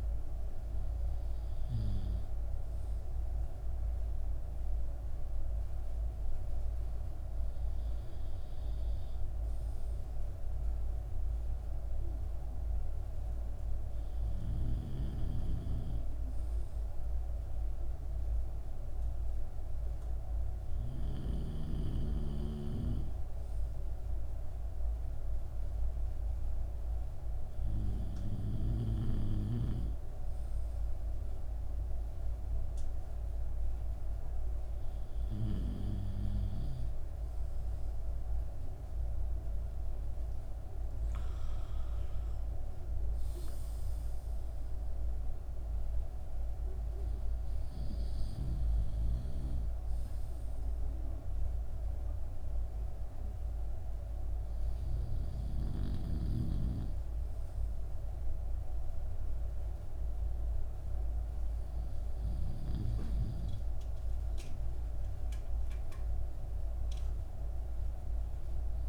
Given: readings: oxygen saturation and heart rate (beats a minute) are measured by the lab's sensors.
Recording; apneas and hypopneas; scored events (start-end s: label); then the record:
breathing in sleep by a room microphone; none
none scored
From the record:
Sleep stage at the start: N2 (light sleep); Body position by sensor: on the back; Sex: male